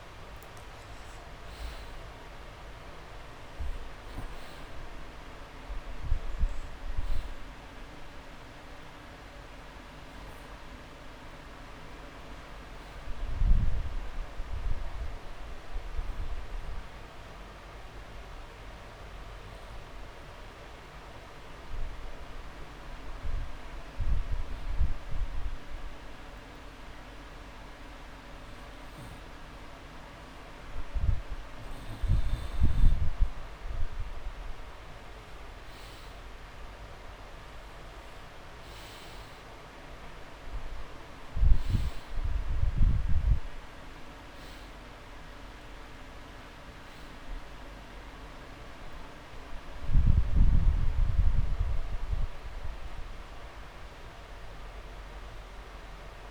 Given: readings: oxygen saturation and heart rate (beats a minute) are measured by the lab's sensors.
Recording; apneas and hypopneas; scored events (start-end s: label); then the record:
breathing in sleep, hard to hear, by a room microphone; 1
0.00-2.50 s: arousal
0.00-29.00 s: oxygen desaturation (device-marked, oxygen 90% lowest)
15.50-31.50 s: obstructive apnea (oxygen 97% before, 90% lowest)
35.00-38.00 s: arousal
42.00-56.31 s: oxygen desaturation (device-marked, oxygen 98% before, 91% lowest)
From the record:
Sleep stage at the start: N2 (light sleep); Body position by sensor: on the back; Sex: male